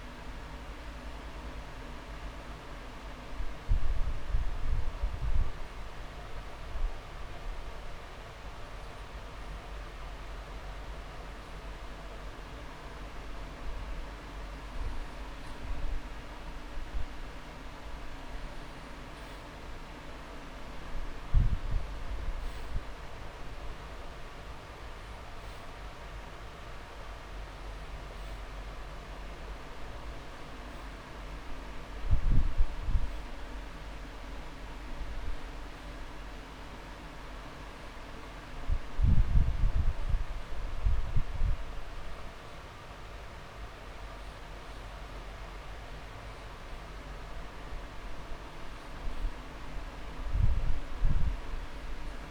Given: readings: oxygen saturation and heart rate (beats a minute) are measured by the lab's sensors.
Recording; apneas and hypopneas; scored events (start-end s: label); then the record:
breathing in sleep, hard to hear, by a room microphone; 1
0.00-11.50 s: oxygen desaturation (device-marked, oxygen 89% lowest)
0.50-13.00 s: mixed apnea (oxygen 98% before, 89% lowest)
9.50-11.50 s: long interval between heartbeats (device-marked)
16.00-19.50 s: arousal
29.50-43.50 s: oxygen desaturation (device-marked, oxygen 99% before, 94% lowest)
38.00-40.00 s: long interval between heartbeats (device-marked)
44.00-47.50 s: arousal
From the record:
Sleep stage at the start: N2 (light sleep); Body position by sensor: on the back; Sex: male